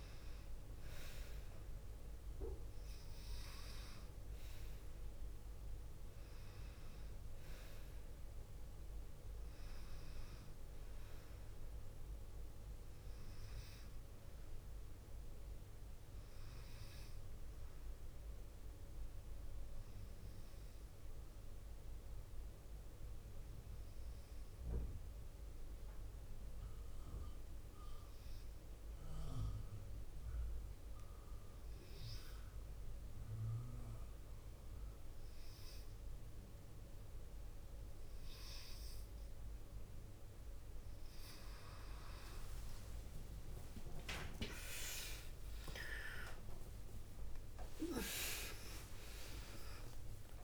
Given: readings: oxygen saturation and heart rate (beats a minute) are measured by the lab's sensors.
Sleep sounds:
breathing in sleep by a room microphone; 1
25.00-38.50 s: obstructive apnea (oxygen 99% before, 95% lowest, heart rate 54 before, 50 extreme, up 9 after)
43.50-50.44 s: arousal
48.00-50.00 s: long interval between heartbeats (device-marked, heart rate 52 before, 77 extreme)
From the record:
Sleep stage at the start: N2 (light sleep); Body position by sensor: on the left side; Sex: female

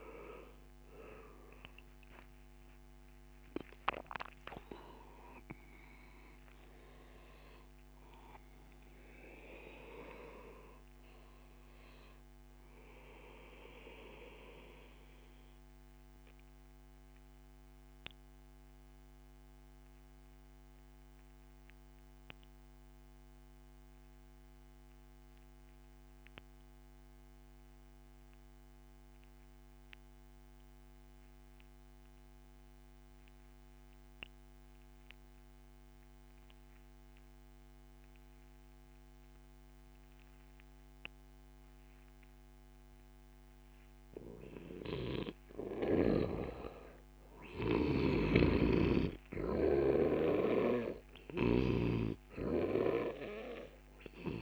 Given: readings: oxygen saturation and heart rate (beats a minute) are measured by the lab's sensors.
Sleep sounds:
breathing in sleep by a microphone on the trachea; 1
0.00-4.00 s: arousal
0.00-20.00 s: oxygen desaturation (device-marked, oxygen 90% lowest)
13.00-44.50 s: mixed apnea (oxygen 96% before, 89% lowest)
46.00-54.42 s: oxygen desaturation (device-marked, oxygen 97% before, 91% lowest, heart rate 54 before, 38 extreme)
47.00-51.50 s: arousal
48.00-51.50 s: snoring (device-marked)
From the record:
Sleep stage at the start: REM sleep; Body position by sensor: on the back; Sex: male

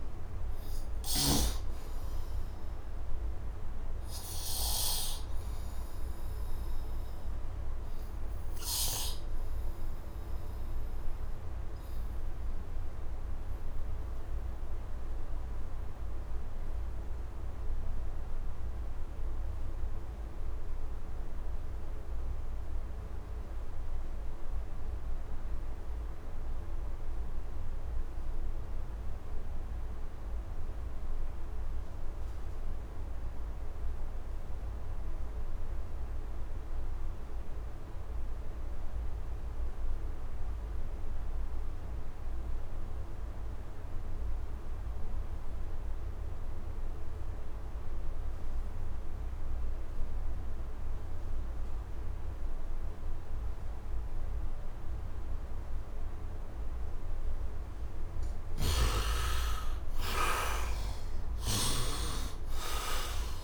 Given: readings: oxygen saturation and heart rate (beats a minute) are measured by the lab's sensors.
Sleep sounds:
breathing in sleep by a room microphone; 1
0.00-1.00 s: snoring (device-marked)
0.00-18.50 s: oxygen desaturation (device-marked, oxygen 64% lowest, heart rate 71 extreme)
7.00-57.50 s: obstructive apnea (oxygen 84% before, 54% lowest, heart rate 88 before, 61 extreme, up 28 after)
24.50-63.44 s: oxygen desaturation (device-marked, oxygen 99% before, 54% lowest, heart rate 75 before, 61 extreme)
58.00-61.50 s: snoring (device-marked)
59.50-63.44 s: arousal
From the record:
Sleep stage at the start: N2 (light sleep); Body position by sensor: on the right side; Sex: male

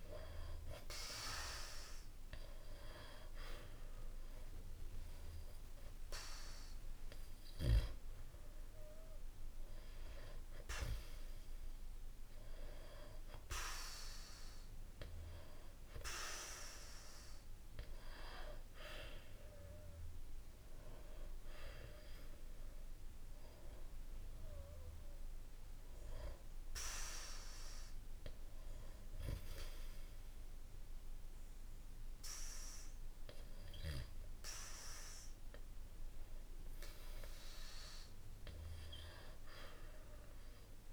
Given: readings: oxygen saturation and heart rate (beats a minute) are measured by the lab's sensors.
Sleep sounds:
breathing in sleep by a room microphone; none
35.00-38.50 s: arousal
From the record:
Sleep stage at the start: REM sleep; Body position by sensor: on the back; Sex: male

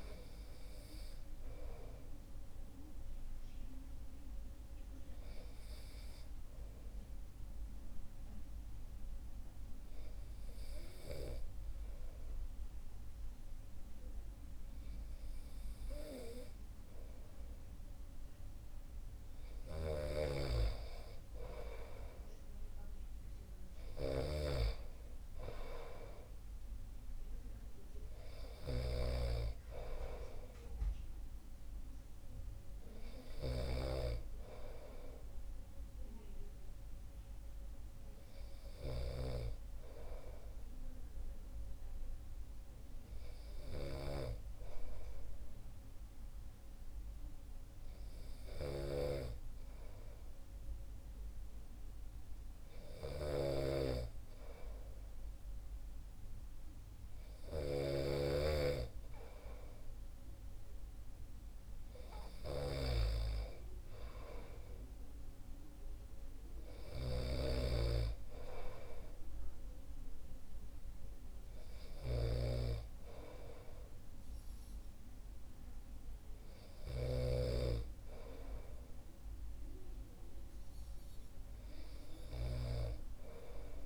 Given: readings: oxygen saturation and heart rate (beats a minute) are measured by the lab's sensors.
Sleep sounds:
breathing in sleep by a room microphone; 1
5.00-18.50 s: hypopnea (oxygen 95% before, 92% lowest, heart rate 68 before, 66 extreme, up 4 after)
20.00-34.00 s: snoring (device-marked)
21.00-25.00 s: arousal
44.00-83.86 s: snoring (device-marked)
From the record:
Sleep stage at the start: N2 (light sleep); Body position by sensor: on the back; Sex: male

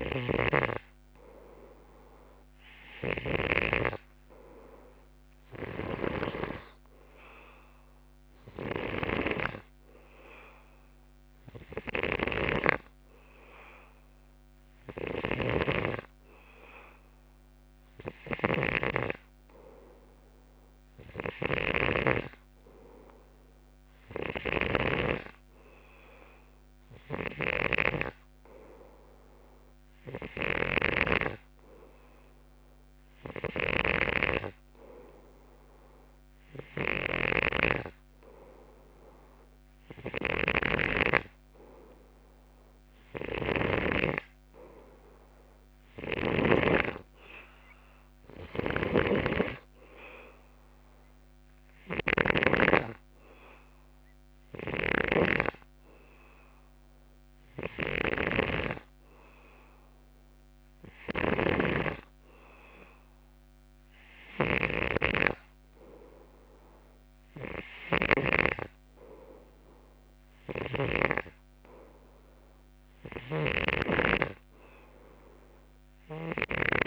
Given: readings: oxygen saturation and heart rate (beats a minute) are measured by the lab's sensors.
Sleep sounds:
breathing in sleep by a microphone on the trachea; none
0.00-6.50 s: snoring (device-marked)
8.50-22.00 s: snoring (device-marked)
24.00-46.50 s: snoring (device-marked)
48.50-52.50 s: snoring (device-marked)
54.50-68.50 s: snoring (device-marked)
73.00-76.87 s: snoring (device-marked)
From the record:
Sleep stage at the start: N2 (light sleep); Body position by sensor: on the left side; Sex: male

